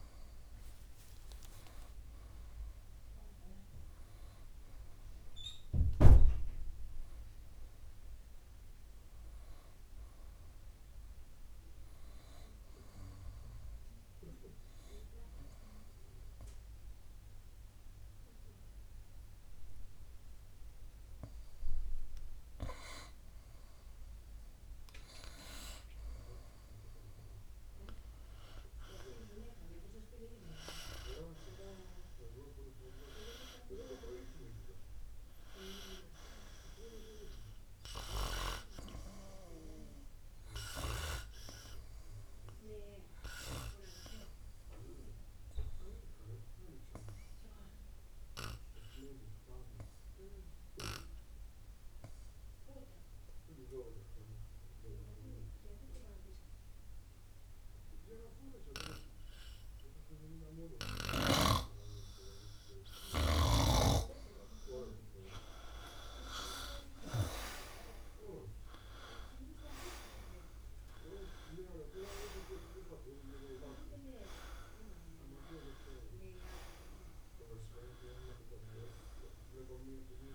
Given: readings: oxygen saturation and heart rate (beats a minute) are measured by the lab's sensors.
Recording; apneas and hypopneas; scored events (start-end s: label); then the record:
breathing in sleep by a room microphone; 2
0.00-6.00 s: oxygen desaturation (device-marked, oxygen 92% lowest, heart rate 50 extreme)
14.00-24.00 s: obstructive apnea (oxygen 96% before, 93% lowest, heart rate 58 before, 53 extreme, up 3 after)
28.50-32.00 s: arousal
44.00-61.00 s: obstructive apnea (oxygen 96% before, 92% lowest, heart rate 59 before, 58 extreme, up 7 after)
63.50-67.00 s: arousal
From the record:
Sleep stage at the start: N2 (light sleep); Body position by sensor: on the back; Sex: male